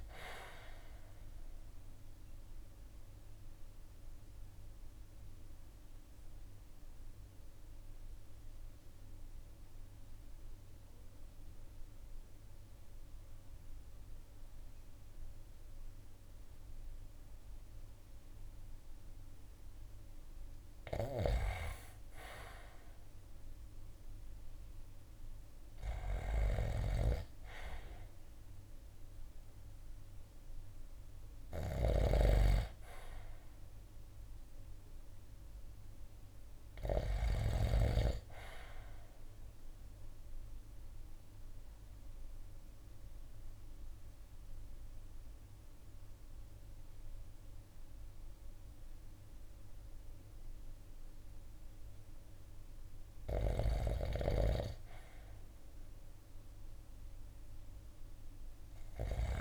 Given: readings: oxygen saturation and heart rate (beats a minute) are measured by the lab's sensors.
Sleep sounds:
breathing in sleep by a room microphone; 2
1.50-20.50 s: obstructive apnea (oxygen 97% before, 87% lowest, heart rate 60 before, 54 extreme, up 5 after)
4.50-22.50 s: oxygen desaturation (device-marked, oxygen 94% before, 87% lowest, heart rate 60 before, 54 extreme)
23.50-28.00 s: arousal
31.00-37.50 s: snoring (device-marked)
35.50-55.50 s: oxygen desaturation (device-marked, oxygen 97% before, 89% lowest, heart rate 57 before, 54 extreme)
40.00-53.00 s: obstructive apnea (oxygen 97% before, 89% lowest, heart rate 58 before, 54 extreme, up 3 after)
53.50-59.41 s: snoring (device-marked)
From the record:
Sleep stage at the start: REM sleep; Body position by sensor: on the right side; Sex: male

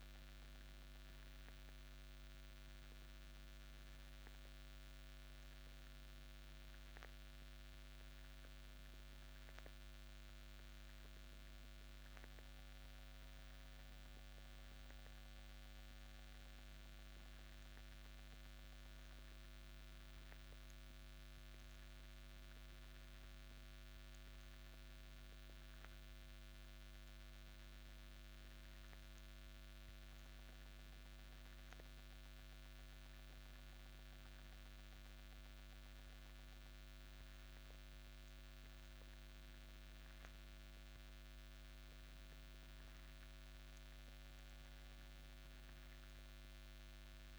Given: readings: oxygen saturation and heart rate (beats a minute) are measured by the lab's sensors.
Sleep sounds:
breathing in sleep, hard to hear, by a microphone on the trachea; none
none scored
From the record:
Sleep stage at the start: N1 (lightest sleep); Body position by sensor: on the back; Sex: male

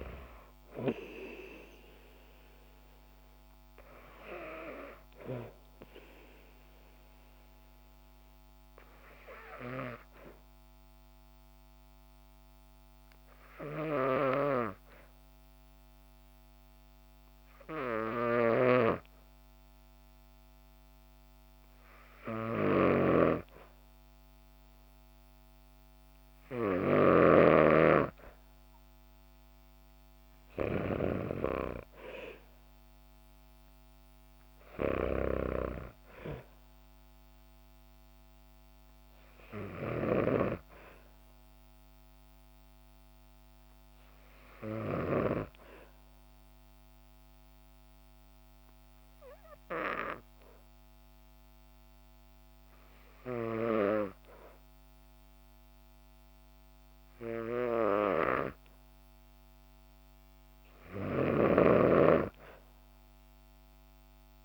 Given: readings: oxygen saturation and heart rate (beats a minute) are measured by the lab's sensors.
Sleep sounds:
breathing in sleep by a microphone on the trachea; 2
9.00-26.00 s: hypopnea (oxygen 95% before, 92% lowest, heart rate 62 before, 60 extreme, up 2 after)
14.00-31.00 s: snoring (device-marked)
27.50-50.50 s: oxygen desaturation (device-marked, oxygen 98% before, 94% lowest, heart rate 62 before, 59 extreme)
29.00-32.50 s: arousal
40.00-45.50 s: snoring (device-marked)
45.00-58.50 s: hypopnea (oxygen 98% before, 90% lowest, heart rate 61 before, 59 extreme, up 5 after)
61.00-64.45 s: snoring (device-marked)
62.00-64.45 s: arousal
From the record:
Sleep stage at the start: N2 (light sleep); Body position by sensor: on the back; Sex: female

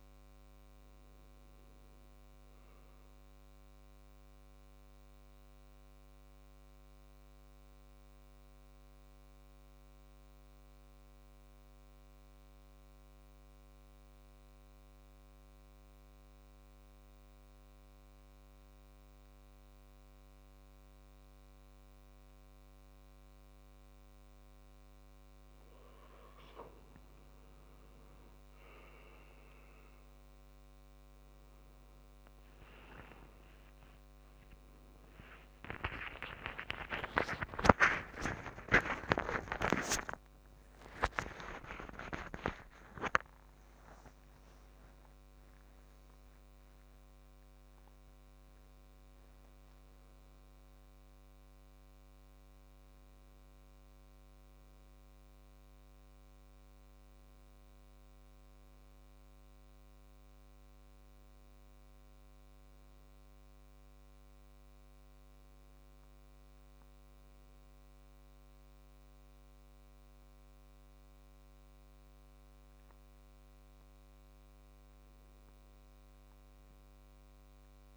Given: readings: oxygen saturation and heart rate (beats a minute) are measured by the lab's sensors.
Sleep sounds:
breathing in sleep by a microphone on the trachea; 1
0.00-3.00 s: oxygen desaturation (device-marked, oxygen 89% lowest, heart rate 64 extreme)
5.00-26.50 s: mixed apnea (oxygen 97% before, 85% lowest, heart rate 68 before, 64 extreme, up 7 after)
27.00-61.00 s: oxygen desaturation (device-marked, oxygen 96% before, 85% lowest, heart rate 67 before, 67 extreme)
29.50-34.50 s: arousal
36.00-66.00 s: new sleep stage, N1 (lightest sleep)
66.00-77.97 s: new sleep stage, N2 (light sleep)
From the record:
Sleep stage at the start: N2 (light sleep); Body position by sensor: on the back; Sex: male

